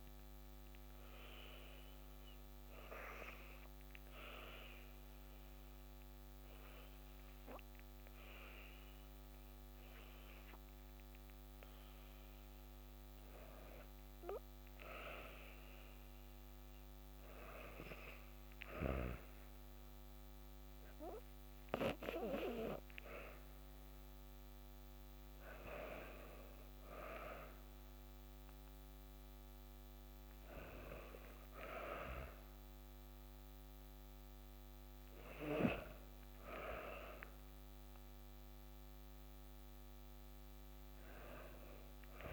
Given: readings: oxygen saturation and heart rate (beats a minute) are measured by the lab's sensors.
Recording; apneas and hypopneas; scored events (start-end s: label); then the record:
breathing in sleep by a microphone on the trachea; 1
0.00-1.00 s: oxygen desaturation (device-marked, oxygen 91% lowest, heart rate 57 extreme)
0.50-13.00 s: hypopnea (oxygen 96% before, 91% lowest, heart rate 57 before, 57 extreme, up 3 after)
15.00-19.50 s: arousal
From the record:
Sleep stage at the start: N2 (light sleep); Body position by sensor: on the back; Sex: female